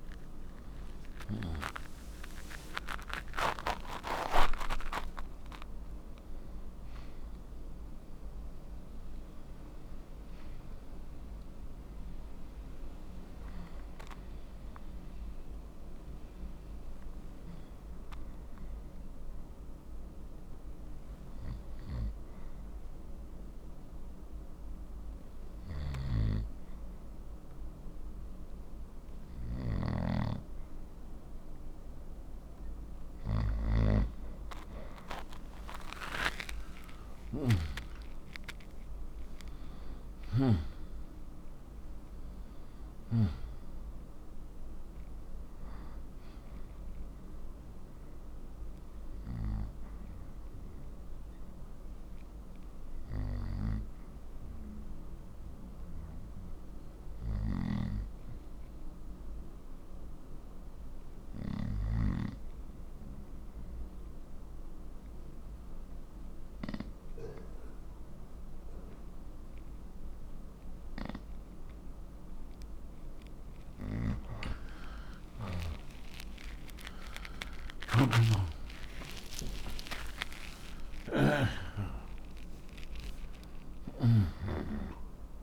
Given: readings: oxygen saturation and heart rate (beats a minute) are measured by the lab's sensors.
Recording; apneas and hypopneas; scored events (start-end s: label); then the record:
breathing in sleep by a room microphone; 2
0.00-5.50 s: arousal
10.00-19.00 s: oxygen desaturation (device-marked, oxygen 96% before, 92% lowest, heart rate 73 before, 60 extreme)
19.50-33.00 s: hypopnea (oxygen 97% before, 87% lowest, heart rate 74 before, 60 extreme, up 31 after)
36.00-42.00 s: arousal
36.00-44.00 s: oxygen desaturation (device-marked, oxygen 95% before, 91% lowest, heart rate 62 before, 60 extreme)
62.00-74.00 s: obstructive apnea (oxygen 94% before, 87% lowest, heart rate 71 before, 60 extreme, up 21 after)
70.00-82.00 s: oxygen desaturation (device-marked, oxygen 94% before, 91% lowest, heart rate 65 before, 60 extreme)
75.00-80.50 s: arousal
From the record:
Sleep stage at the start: N2 (light sleep); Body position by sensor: on the right side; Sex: male